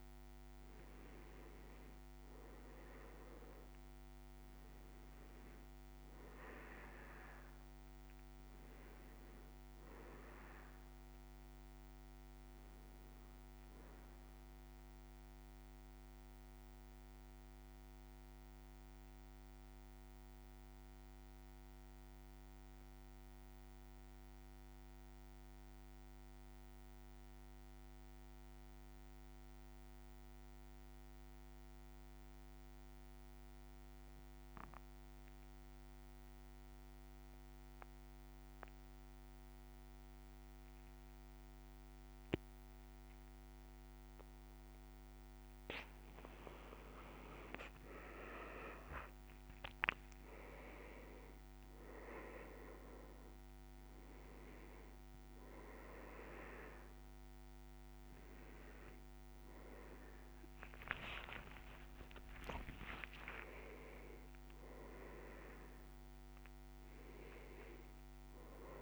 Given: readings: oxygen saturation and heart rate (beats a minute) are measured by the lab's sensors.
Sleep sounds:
a person partly awake in a sleep study, by a microphone on the trachea; 1
0.00-3.00 s: arousal
1.00-27.00 s: oxygen desaturation (device-marked, oxygen 99% before, 92% lowest, heart rate 55 before, 51 extreme)
15.00-45.00 s: mixed apnea (oxygen 99% before, 89% lowest, heart rate 56 before, 51 extreme, up 5 after)
46.00-64.00 s: oxygen desaturation (device-marked, oxygen 99% before, 94% lowest, heart rate 55 before, 59 extreme)
47.00-50.00 s: leg movement (device-marked)
47.00-68.82 s: new sleep stage, awake
60.00-63.00 s: leg movement (device-marked)
From the record:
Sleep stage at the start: REM sleep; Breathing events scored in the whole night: 223 in 6.4 hours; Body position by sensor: on the back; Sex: male

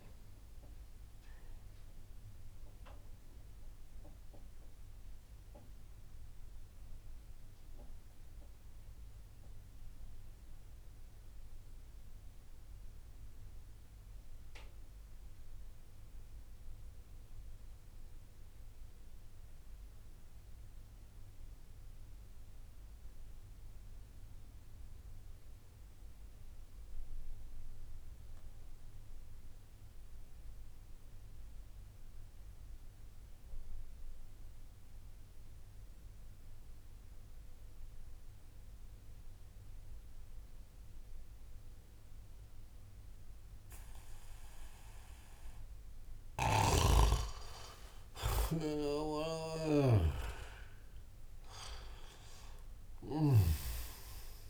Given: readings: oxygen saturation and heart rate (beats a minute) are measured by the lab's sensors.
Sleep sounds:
breathing in sleep by a room microphone; 1
0.00-4.00 s: oxygen desaturation (device-marked, oxygen 85% lowest)
1.00-46.50 s: mixed apnea (oxygen 94% before, 86% lowest)
34.00-54.50 s: oxygen desaturation (device-marked, oxygen 98% before, 90% lowest)
46.00-53.00 s: snoring (device-marked)
47.50-52.00 s: arousal
From the record:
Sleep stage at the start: N2 (light sleep); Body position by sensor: on the back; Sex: male

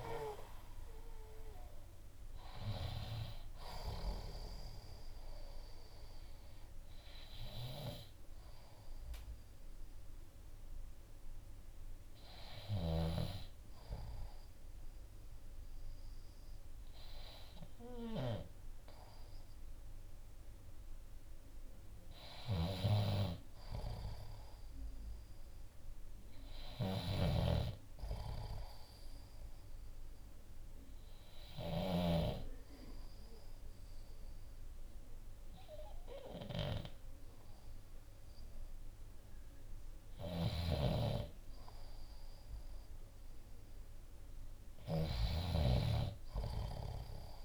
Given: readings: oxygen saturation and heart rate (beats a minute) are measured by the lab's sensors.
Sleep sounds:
breathing in sleep by a room microphone; 1
0.00-11.50 s: drop in pulse transit time (device-marked, heart rate 57 extreme)
26.50-32.00 s: snoring (device-marked)
28.50-40.00 s: obstructive apnea (oxygen 95% before, 90% lowest, heart rate 59 before, 57 extreme, up 1 after)
40.00-47.45 s: snoring (device-marked)
43.00-46.00 s: arousal
From the record:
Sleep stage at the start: N2 (light sleep); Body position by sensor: on the left side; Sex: male

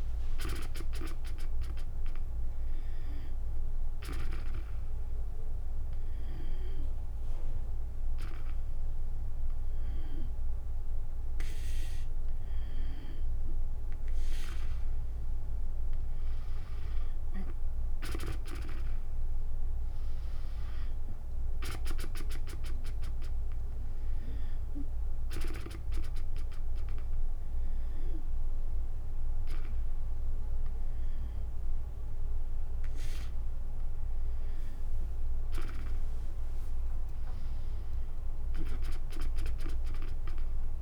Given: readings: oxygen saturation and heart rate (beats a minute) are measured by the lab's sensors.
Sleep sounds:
breathing in sleep by a room microphone; 1
5.00-15.00 s: hypopnea (oxygen 97% before, 93% lowest, heart rate 90 before, 65 extreme, up 22 after)
17.50-20.50 s: arousal
36.00-39.00 s: tachycardia (device-marked, heart rate 76 before, 99 extreme)
37.00-40.82 s: drop in pulse transit time (device-marked, heart rate 75 before, 77 extreme)
From the record:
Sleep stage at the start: N2 (light sleep); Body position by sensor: on the back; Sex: female

